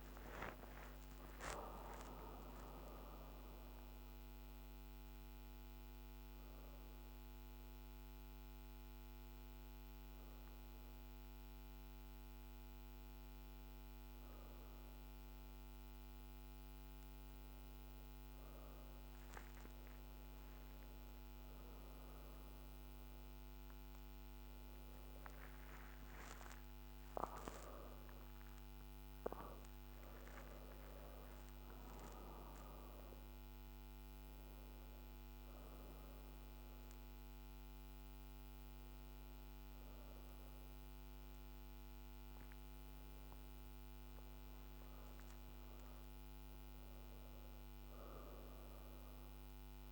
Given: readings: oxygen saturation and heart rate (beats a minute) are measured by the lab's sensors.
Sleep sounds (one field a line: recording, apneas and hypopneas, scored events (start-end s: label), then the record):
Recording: a person awake in a sleep study, by a microphone on the trachea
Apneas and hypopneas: none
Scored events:
23.00-49.92 s: new sleep stage, awake
From the record:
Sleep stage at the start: N1 (lightest sleep)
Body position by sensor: on the back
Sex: female